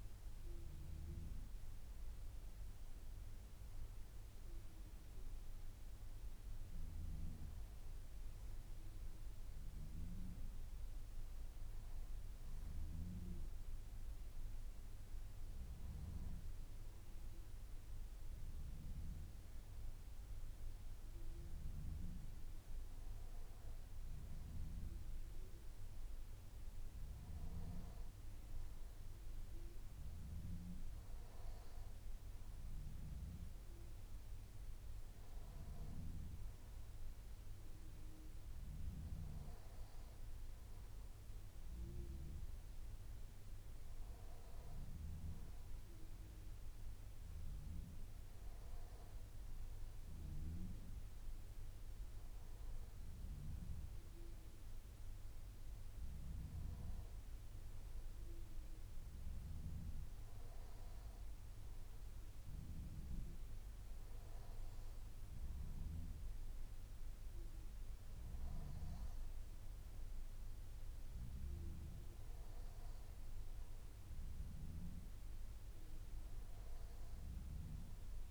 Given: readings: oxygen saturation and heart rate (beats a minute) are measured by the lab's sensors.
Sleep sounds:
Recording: breathing in sleep, hard to hear, by a room microphone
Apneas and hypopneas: none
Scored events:
none scored
From the record:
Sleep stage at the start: N1 (lightest sleep)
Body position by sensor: on the back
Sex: male

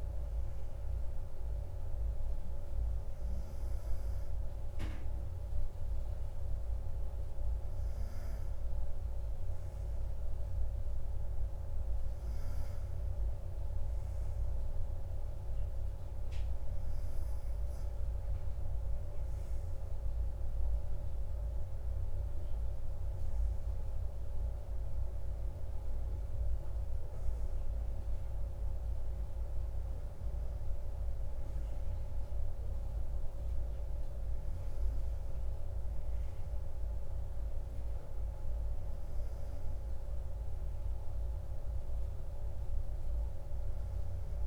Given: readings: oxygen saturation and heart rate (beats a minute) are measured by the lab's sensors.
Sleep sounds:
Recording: breathing in sleep, hard to hear, by a room microphone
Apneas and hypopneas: none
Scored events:
none scored
From the record:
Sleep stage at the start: N1 (lightest sleep)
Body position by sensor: on the right side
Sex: male

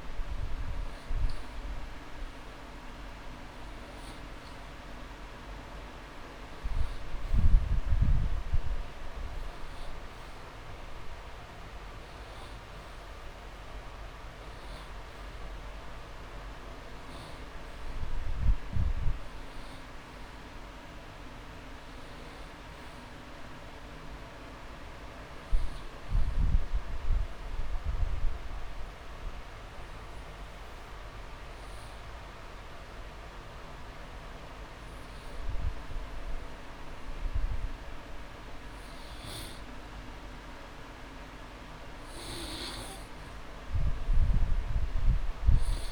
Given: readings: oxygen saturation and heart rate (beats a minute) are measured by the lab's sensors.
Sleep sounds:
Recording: breathing in sleep, hard to hear, by a room microphone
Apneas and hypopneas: 1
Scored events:
25.50-38.00 s: obstructive apnea (oxygen 98% before, 92% lowest)
44.50-45.92 s: arousal
From the record:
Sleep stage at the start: N2 (light sleep)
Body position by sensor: on the back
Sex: male

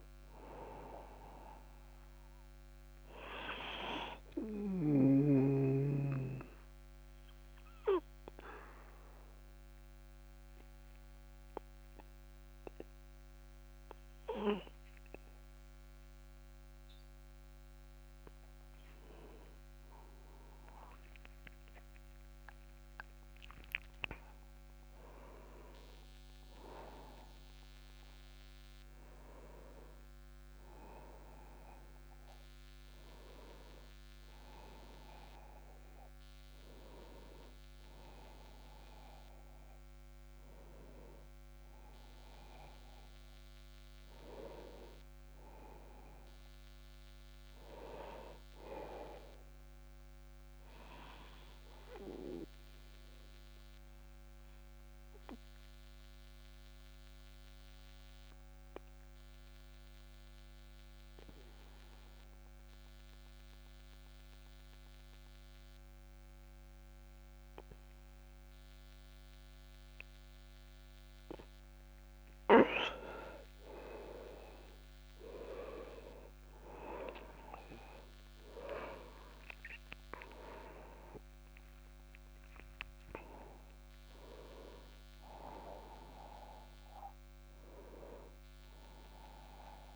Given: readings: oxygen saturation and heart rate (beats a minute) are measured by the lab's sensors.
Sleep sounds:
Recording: breathing in sleep by a microphone on the trachea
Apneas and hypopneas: 2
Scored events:
0.00-18.50 s: oxygen desaturation (device-marked, oxygen 84% lowest)
4.00-23.00 s: obstructive apnea (oxygen 98% before, 84% lowest)
25.50-30.50 s: arousal
52.50-72.50 s: obstructive apnea (oxygen 99% before, 93% lowest, heart rate 45 before, 36 extreme)
72.50-89.96 s: oxygen desaturation (device-marked, oxygen 98% before, 93% lowest, heart rate 46 before, 28 extreme)
75.50-80.00 s: arousal
From the record:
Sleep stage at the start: N2 (light sleep)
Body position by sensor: on the back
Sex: male

